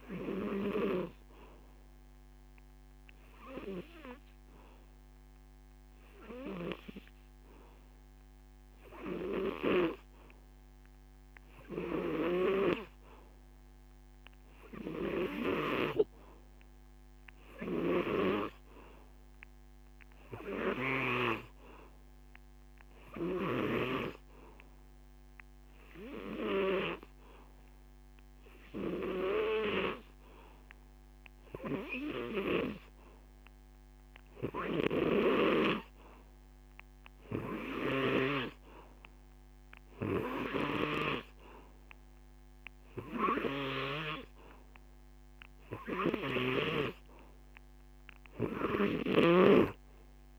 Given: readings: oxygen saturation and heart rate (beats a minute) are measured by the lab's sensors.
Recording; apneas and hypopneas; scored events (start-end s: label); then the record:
breathing in sleep by a microphone on the trachea; 1
0.00-9.50 s: oxygen desaturation (device-marked, oxygen 92% lowest, heart rate 79 extreme)
1.00-12.00 s: hypopnea (oxygen 97% before, 91% lowest, heart rate 83 before, 77 extreme, up 5 after)
17.00-20.50 s: arousal
20.50-35.50 s: oxygen desaturation (device-marked, oxygen 96% before, 92% lowest, heart rate 81 before, 74 extreme)
From the record:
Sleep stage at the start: N2 (light sleep); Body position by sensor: on the back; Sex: male